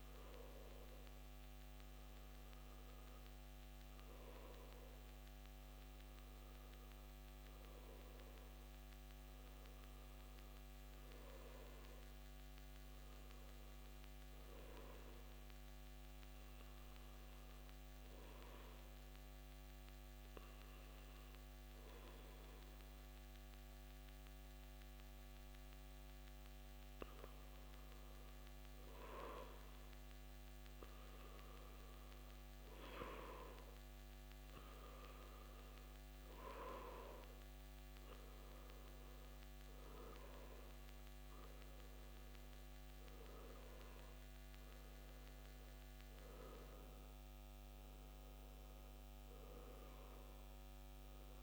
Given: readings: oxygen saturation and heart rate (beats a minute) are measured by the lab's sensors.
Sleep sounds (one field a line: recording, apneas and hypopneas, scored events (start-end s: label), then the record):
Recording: breathing in sleep, hard to hear, by a microphone on the trachea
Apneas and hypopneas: 1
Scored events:
7.00-11.50 s: arousal
20.50-31.00 s: hypopnea (oxygen 94% before, 94% lowest, heart rate 63 before, 56 extreme, up 2 after)
32.00-36.00 s: arousal
From the record:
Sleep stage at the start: N2 (light sleep)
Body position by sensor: on the back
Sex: male